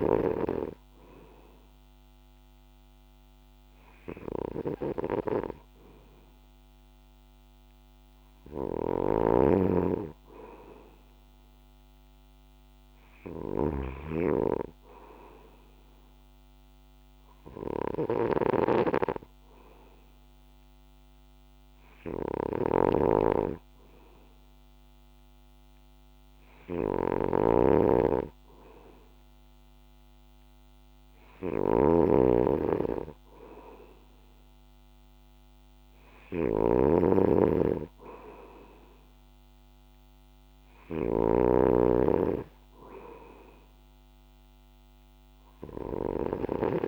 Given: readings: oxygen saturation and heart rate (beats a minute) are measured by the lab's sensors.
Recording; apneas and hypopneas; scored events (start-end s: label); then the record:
breathing in sleep by a microphone on the trachea; none
0.00-46.88 s: snoring (device-marked)
From the record:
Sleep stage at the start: N2 (light sleep); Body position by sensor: on the back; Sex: male